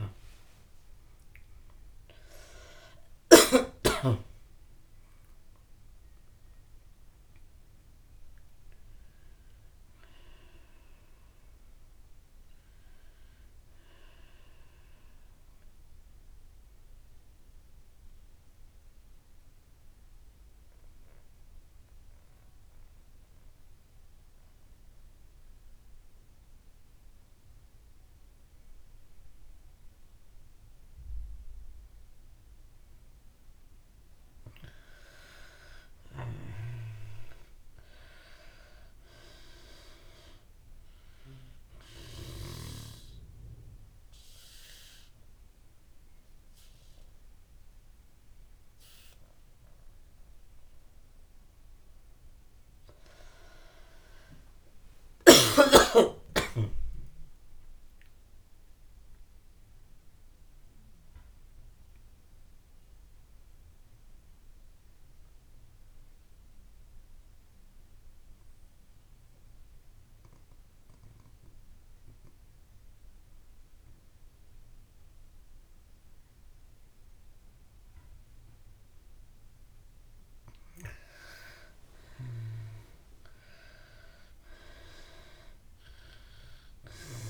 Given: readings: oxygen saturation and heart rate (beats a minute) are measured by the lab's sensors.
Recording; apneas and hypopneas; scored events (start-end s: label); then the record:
breathing in sleep by a room microphone; 3
0.00-3.00 s: arousal
12.00-25.00 s: oxygen desaturation (device-marked, oxygen 95% before, 86% lowest)
15.50-33.50 s: mixed apnea (oxygen 97% before, 79% lowest)
36.00-39.00 s: arousal
37.00-63.00 s: oxygen desaturation (device-marked, oxygen 98% before, 79% lowest)
42.00-53.00 s: obstructive apnea (oxygen 98% before, 79% lowest)
54.00-57.50 s: arousal
59.50-80.00 s: mixed apnea (oxygen 98% before, 81% lowest)
81.50-84.50 s: arousal
From the record:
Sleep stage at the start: N2 (light sleep); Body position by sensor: on the back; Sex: female